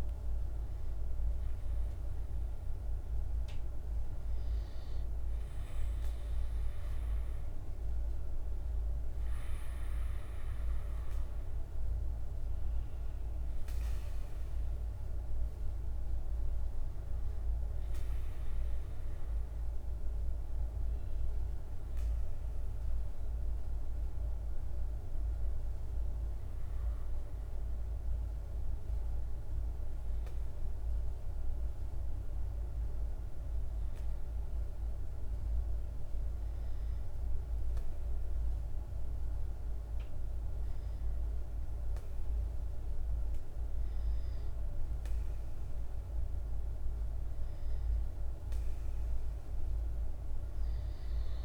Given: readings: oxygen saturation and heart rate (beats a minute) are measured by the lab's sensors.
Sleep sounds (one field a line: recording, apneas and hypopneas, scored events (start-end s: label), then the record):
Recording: breathing in sleep, hard to hear, by a room microphone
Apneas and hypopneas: none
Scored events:
none scored
From the record:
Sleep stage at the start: N2 (light sleep)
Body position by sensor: on the right side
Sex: male